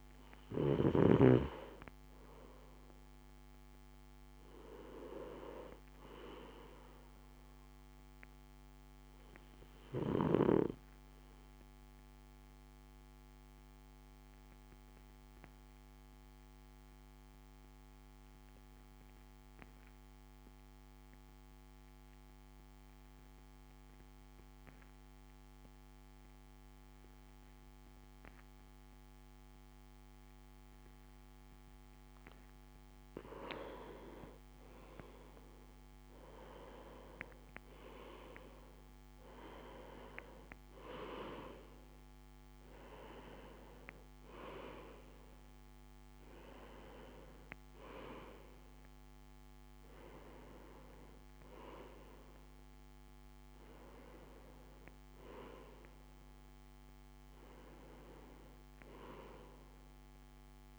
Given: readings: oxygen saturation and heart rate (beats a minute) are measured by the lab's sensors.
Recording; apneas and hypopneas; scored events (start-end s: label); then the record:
breathing in sleep by a microphone on the trachea; 1
8.50-32.00 s: obstructive apnea (oxygen 97% before, 90% lowest, heart rate 57 before, 54 extreme, up 5 after)
30.50-59.50 s: oxygen desaturation (device-marked, oxygen 95% before, 90% lowest, heart rate 56 before, 54 extreme)
33.50-38.00 s: arousal
From the record:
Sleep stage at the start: REM sleep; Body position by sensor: on the right side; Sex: male